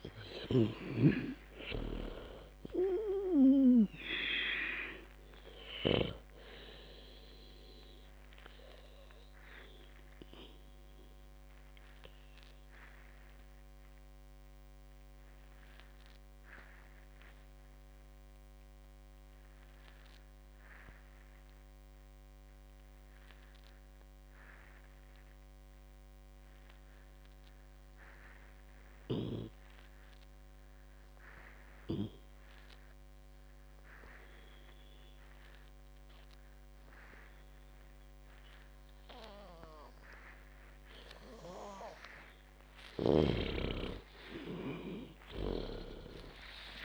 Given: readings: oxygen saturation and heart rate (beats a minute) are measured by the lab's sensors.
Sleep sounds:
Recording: breathing in sleep by a microphone on the trachea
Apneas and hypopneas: 1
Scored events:
0.00-23.00 s: oxygen desaturation (device-marked, oxygen 92% lowest, heart rate 55 extreme)
11.00-41.50 s: obstructive apnea (oxygen 98% before, 90% lowest, heart rate 90 before, 55 extreme, up 41 after)
39.00-46.85 s: oxygen desaturation (device-marked, oxygen 98% before, 94% lowest, heart rate 58 before, 53 extreme)
43.00-46.85 s: arousal
From the record:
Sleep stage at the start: N2 (light sleep)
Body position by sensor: on the back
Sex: female

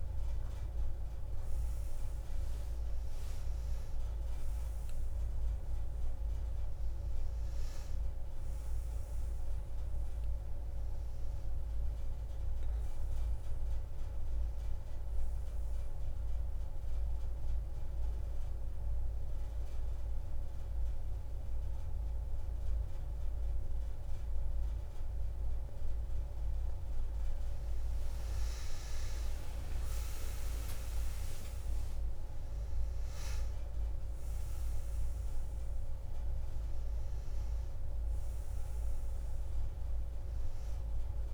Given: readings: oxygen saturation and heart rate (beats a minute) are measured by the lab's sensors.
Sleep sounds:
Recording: a person partly awake in a sleep study, hard to hear, by a room microphone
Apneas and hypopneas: 1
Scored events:
0.00-16.00 s: oxygen desaturation (device-marked, oxygen 93% lowest)
5.00-9.00 s: tachycardia (device-marked)
16.00-27.50 s: mixed apnea (oxygen 96% before, 89% lowest)
17.00-41.34 s: new sleep stage, N2 (light sleep)
31.00-41.34 s: oxygen desaturation (device-marked, oxygen 95% before, 89% lowest)
31.50-35.00 s: arousal
From the record:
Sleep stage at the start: awake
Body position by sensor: on the back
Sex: female

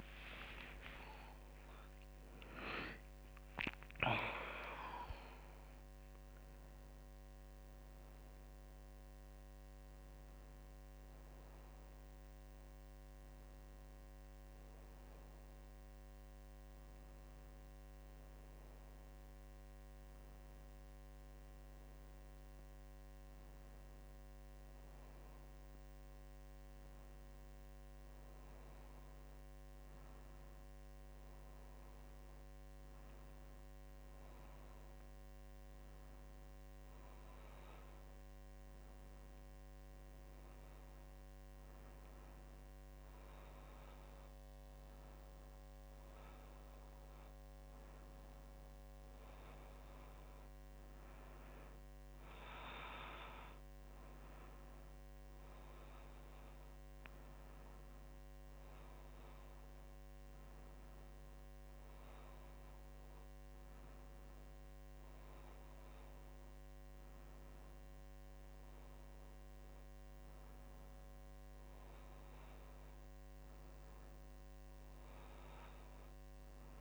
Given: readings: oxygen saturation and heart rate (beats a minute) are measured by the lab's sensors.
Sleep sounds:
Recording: breathing in sleep by a microphone on the trachea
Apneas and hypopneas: none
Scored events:
0.00-4.50 s: arousal
From the record:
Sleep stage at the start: N1 (lightest sleep)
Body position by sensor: on the back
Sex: female

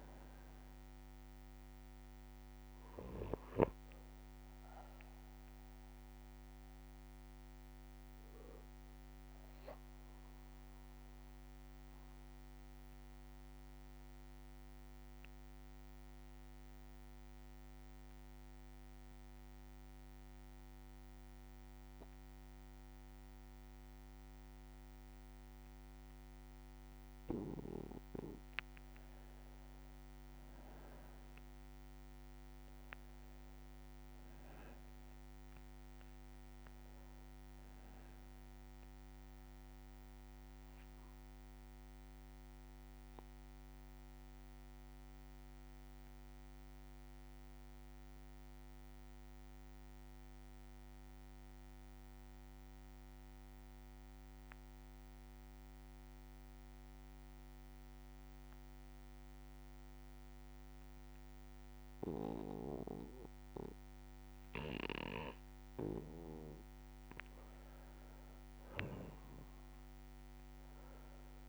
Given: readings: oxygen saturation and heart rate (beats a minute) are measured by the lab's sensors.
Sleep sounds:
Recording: breathing in sleep by a microphone on the trachea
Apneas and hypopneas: 2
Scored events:
0.00-18.50 s: oxygen desaturation (device-marked, oxygen 91% lowest, heart rate 58 extreme)
5.50-27.00 s: obstructive apnea (oxygen 99% before, 91% lowest, heart rate 66 before, 56 extreme, up 7 after)
10.50-19.50 s: bradycardia (device-marked, heart rate 62 before, 58 extreme)
30.00-35.50 s: arousal
41.00-64.50 s: obstructive apnea (oxygen 99% before, 93% lowest, heart rate 63 before, 56 extreme, up 7 after)
42.50-55.50 s: bradycardia (device-marked, heart rate 62 before, 56 extreme)
67.00-71.49 s: arousal
68.50-71.49 s: oxygen desaturation (device-marked, oxygen 99% before, 93% lowest, heart rate 59 before, 57 extreme)
From the record:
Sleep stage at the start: N2 (light sleep)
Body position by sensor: on the back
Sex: male

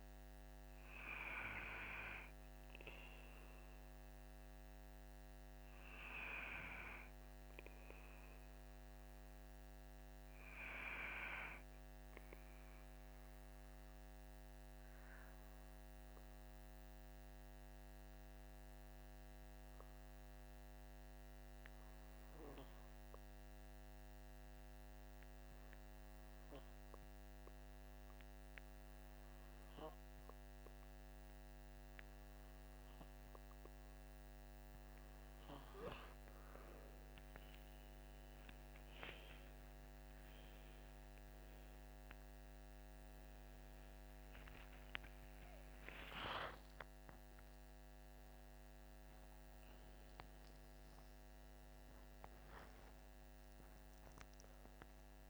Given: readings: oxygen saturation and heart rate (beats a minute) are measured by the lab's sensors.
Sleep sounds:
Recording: breathing in sleep by a microphone on the trachea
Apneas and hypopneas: 1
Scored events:
11.50-33.00 s: hypopnea (oxygen 97% before, 92% lowest, heart rate 53 before, 54 extreme, up 13 after)
35.50-39.50 s: arousal
36.50-54.50 s: oxygen desaturation (device-marked, oxygen 97% before, 92% lowest, heart rate 58 before, 49 extreme)
From the record:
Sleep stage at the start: N2 (light sleep)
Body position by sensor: on the back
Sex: male

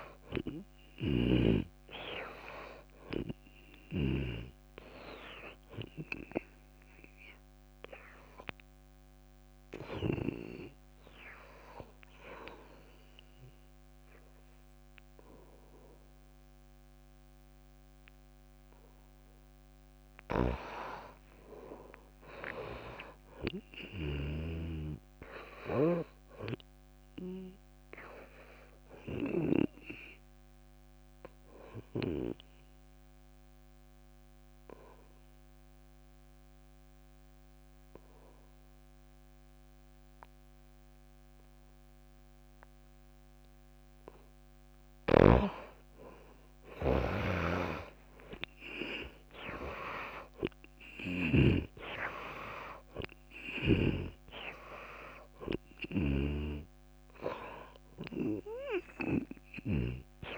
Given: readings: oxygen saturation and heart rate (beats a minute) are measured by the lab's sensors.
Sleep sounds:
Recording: breathing in sleep by a microphone on the trachea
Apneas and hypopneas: 2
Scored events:
0.00-15.50 s: oxygen desaturation (device-marked, oxygen 83% lowest)
12.00-22.00 s: obstructive apnea (oxygen 99% before, 89% lowest)
23.00-27.00 s: arousal
24.50-30.00 s: snoring (device-marked)
27.50-38.50 s: oxygen desaturation (device-marked, oxygen 99% before, 92% lowest)
30.50-44.00 s: obstructive apnea (oxygen 99% before, 82% lowest)
45.50-52.00 s: snoring (device-marked)
45.50-60.38 s: oxygen desaturation (device-marked, oxygen 96% before, 89% lowest)
46.50-50.00 s: arousal
56.50-60.38 s: snoring (device-marked)
From the record:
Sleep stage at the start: N2 (light sleep)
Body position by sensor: on the back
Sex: female

